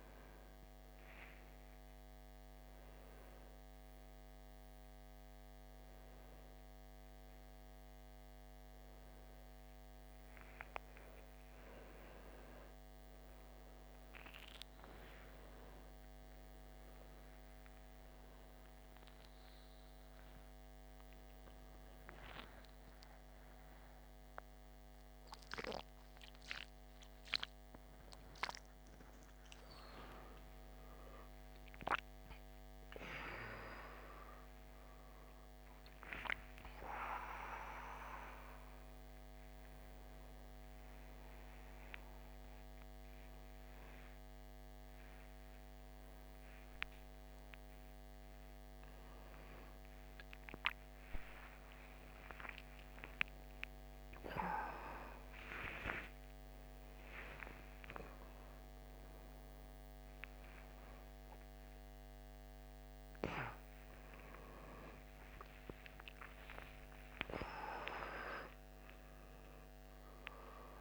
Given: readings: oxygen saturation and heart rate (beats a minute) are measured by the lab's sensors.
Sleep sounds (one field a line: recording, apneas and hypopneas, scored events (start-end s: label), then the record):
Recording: a person awake in a sleep study, by a microphone on the trachea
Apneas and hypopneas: none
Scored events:
none scored
From the record:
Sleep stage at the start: awake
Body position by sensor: upright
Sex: male